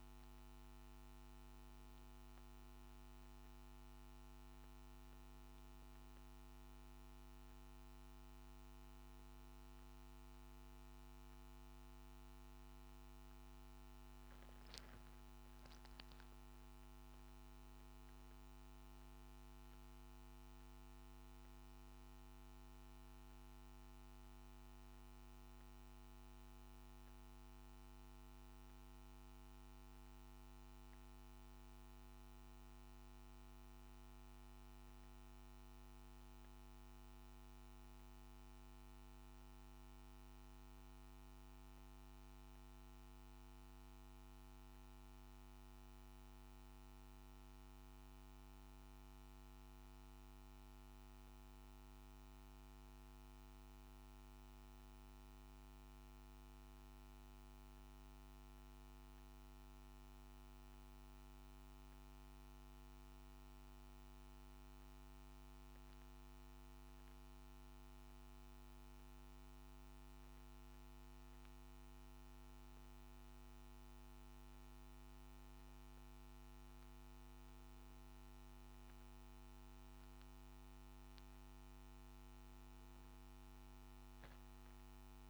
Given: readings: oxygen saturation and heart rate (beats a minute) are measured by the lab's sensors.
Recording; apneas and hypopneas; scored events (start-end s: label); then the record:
breathing in sleep, hard to hear, by a microphone on the trachea; none
none scored
From the record:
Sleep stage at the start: N2 (light sleep); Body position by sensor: on the back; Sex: male